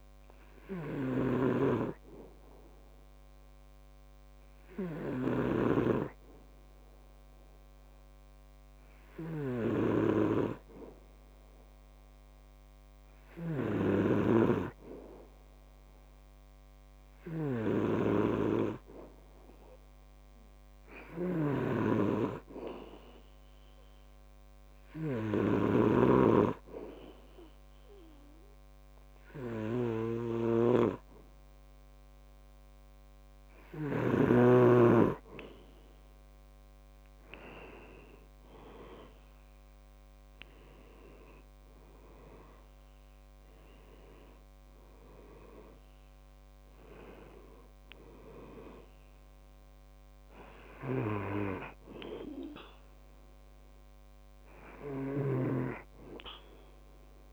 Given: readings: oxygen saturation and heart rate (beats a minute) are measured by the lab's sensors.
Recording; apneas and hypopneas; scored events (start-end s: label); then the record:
breathing in sleep by a microphone on the trachea; 1
0.00-4.50 s: oxygen desaturation (device-marked, oxygen 91% lowest, heart rate 66 extreme)
0.00-34.50 s: snoring (device-marked)
5.00-34.50 s: hypopnea (oxygen 97% before, 92% lowest, heart rate 71 before, 66 extreme, up 6 after)
37.00-40.50 s: arousal
55.00-57.33 s: snoring (device-marked)
From the record:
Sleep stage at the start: N2 (light sleep); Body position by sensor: on the back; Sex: male